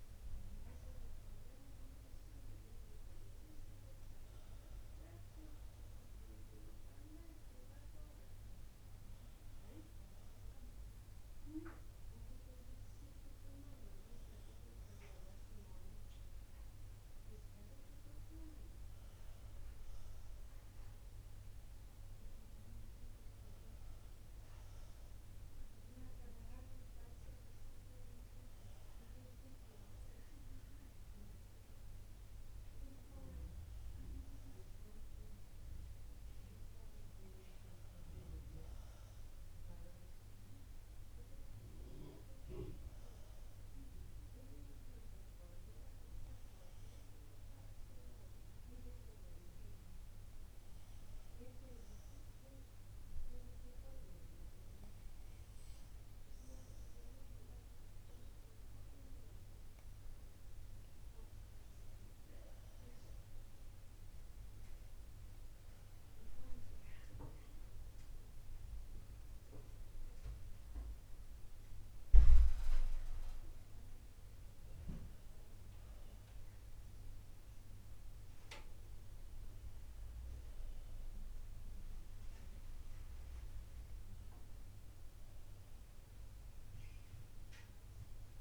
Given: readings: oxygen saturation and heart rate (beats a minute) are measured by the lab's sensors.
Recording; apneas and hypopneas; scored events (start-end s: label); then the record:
breathing in sleep, hard to hear, by a room microphone; none
none scored
From the record:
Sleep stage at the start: N2 (light sleep); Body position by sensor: on the back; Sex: female